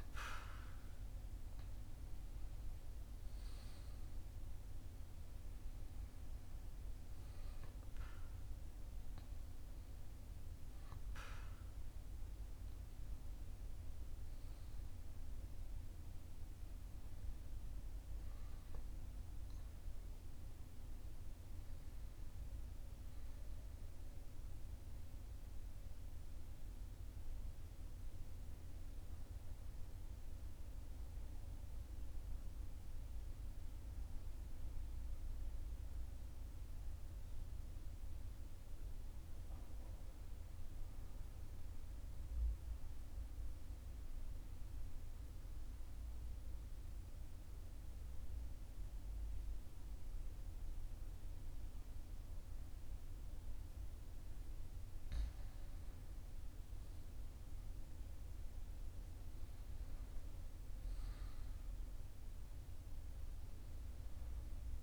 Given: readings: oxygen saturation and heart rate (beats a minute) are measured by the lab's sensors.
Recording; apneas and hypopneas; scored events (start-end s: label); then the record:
breathing in sleep, hard to hear, by a room microphone; 1
0.00-23.00 s: oxygen desaturation (device-marked, oxygen 90% lowest, heart rate 42 extreme)
26.00-55.50 s: obstructive apnea (oxygen 99% before, 94% lowest, heart rate 44 before, 42 extreme, up 2 after)
55.00-64.82 s: oxygen desaturation (device-marked, oxygen 98% before, 94% lowest, heart rate 42 before, 42 extreme)
58.00-62.00 s: arousal
From the record:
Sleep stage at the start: N2 (light sleep); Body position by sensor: on the right side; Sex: male